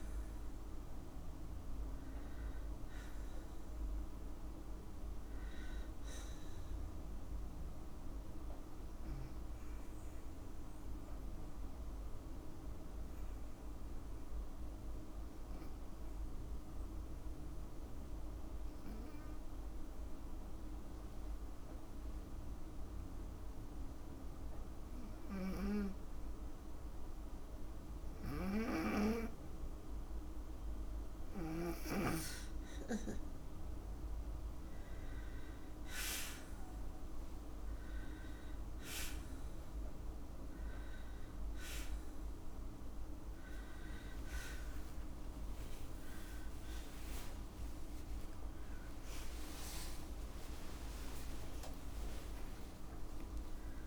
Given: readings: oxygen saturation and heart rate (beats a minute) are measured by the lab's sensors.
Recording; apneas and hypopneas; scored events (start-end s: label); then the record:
breathing in sleep by a room microphone; 1
10.50-30.50 s: obstructive apnea (oxygen 97% before, 90% lowest, heart rate 58 before, 53 extreme, up 3 after)
18.00-37.00 s: oxygen desaturation (device-marked, oxygen 96% before, 90% lowest, heart rate 56 before, 55 extreme)
27.50-31.00 s: snoring (device-marked)
44.00-48.00 s: arousal
50.50-52.50 s: long interval between heartbeats (device-marked, heart rate 57 before, 77 extreme)
From the record:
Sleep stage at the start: N2 (light sleep); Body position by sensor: on the right side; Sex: female